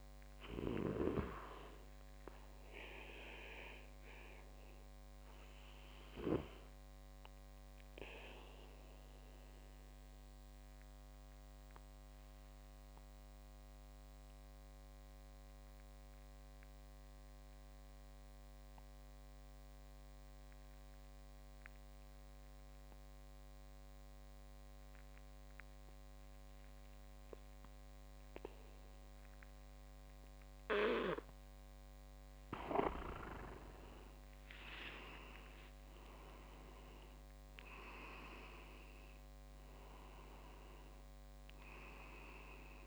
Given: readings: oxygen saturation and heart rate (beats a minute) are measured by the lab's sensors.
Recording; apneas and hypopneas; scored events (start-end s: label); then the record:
breathing in sleep by a microphone on the trachea; 1
0.00-12.50 s: oxygen desaturation (device-marked, oxygen 93% lowest)
8.00-32.00 s: obstructive apnea (oxygen 97% before, 89% lowest)
27.50-42.87 s: oxygen desaturation (device-marked, oxygen 97% before, 89% lowest)
35.00-36.50 s: leg movement (device-marked)
36.00-40.50 s: arousal
From the record:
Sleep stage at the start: N2 (light sleep); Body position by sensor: on the back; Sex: male